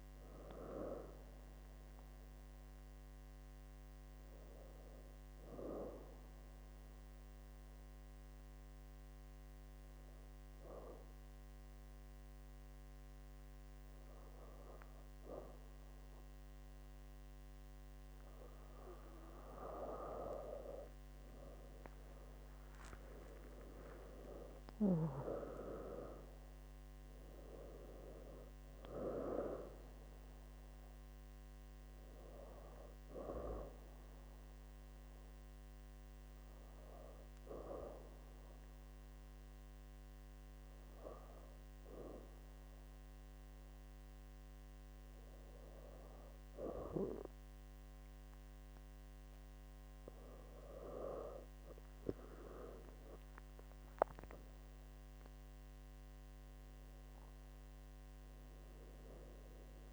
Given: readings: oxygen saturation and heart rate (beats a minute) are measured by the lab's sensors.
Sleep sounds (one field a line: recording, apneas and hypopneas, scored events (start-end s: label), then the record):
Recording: breathing in sleep by a microphone on the trachea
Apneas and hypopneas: 2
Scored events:
6.50-19.50 s: obstructive apnea (oxygen 99% before, 97% lowest, heart rate 100 before, 70 extreme, up 26 after)
21.50-25.50 s: arousal
36.50-49.50 s: hypopnea (oxygen 99% before, 96% lowest, heart rate 81 before, 66 extreme, up 5 after)
54.00-58.50 s: arousal
From the record:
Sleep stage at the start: N2 (light sleep)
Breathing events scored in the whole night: 327 in 5.3 hours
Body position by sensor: on the back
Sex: female